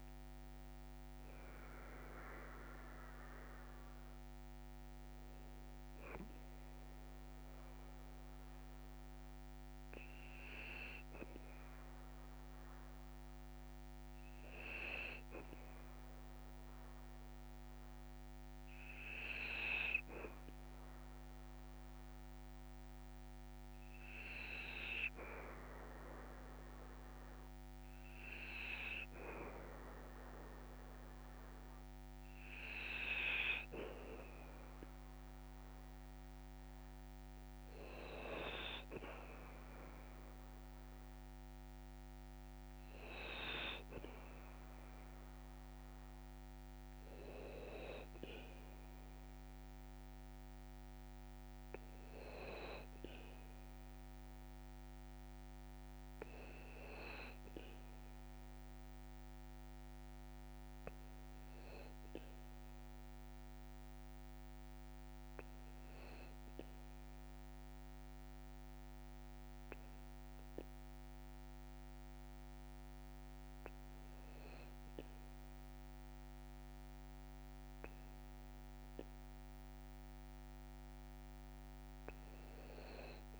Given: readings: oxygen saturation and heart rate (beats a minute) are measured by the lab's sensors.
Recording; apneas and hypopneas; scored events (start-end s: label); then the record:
breathing in sleep by a microphone on the trachea; 1
8.50-28.50 s: obstructive apnea (oxygen 99% before, 96% lowest, heart rate 58 before, 56 extreme, up 2 after)
30.50-34.50 s: arousal
From the record:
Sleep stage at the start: N2 (light sleep); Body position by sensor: on the back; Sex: male